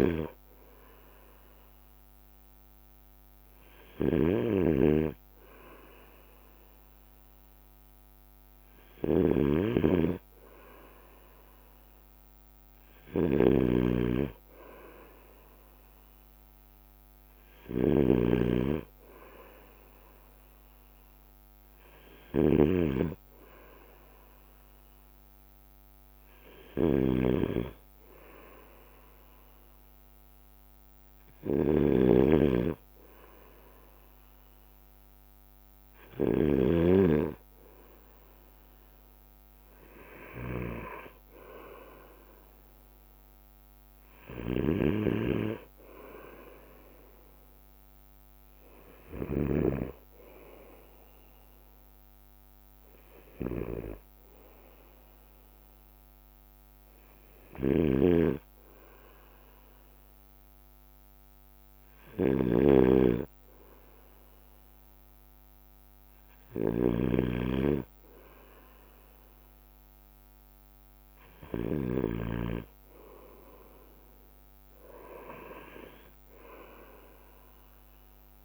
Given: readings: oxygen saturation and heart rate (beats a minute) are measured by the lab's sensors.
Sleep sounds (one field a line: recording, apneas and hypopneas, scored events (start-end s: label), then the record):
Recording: breathing in sleep by a microphone on the trachea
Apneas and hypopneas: none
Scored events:
0.00-39.50 s: bradycardia (device-marked, heart rate 55 extreme)
0.00-72.00 s: snoring (device-marked)
38.50-49.50 s: drop in pulse transit time (device-marked, heart rate 57 before, 56 extreme)
41.50-55.50 s: bradycardia (device-marked, heart rate 57 before, 56 extreme)
57.50-74.50 s: bradycardia (device-marked, heart rate 57 before, 56 extreme)
73.50-78.45 s: drop in pulse transit time (device-marked, heart rate 58 before, 56 extreme)
75.50-78.45 s: bradycardia (device-marked, heart rate 57 before, 55 extreme)
From the record:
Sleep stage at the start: N2 (light sleep)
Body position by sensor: on the right side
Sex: male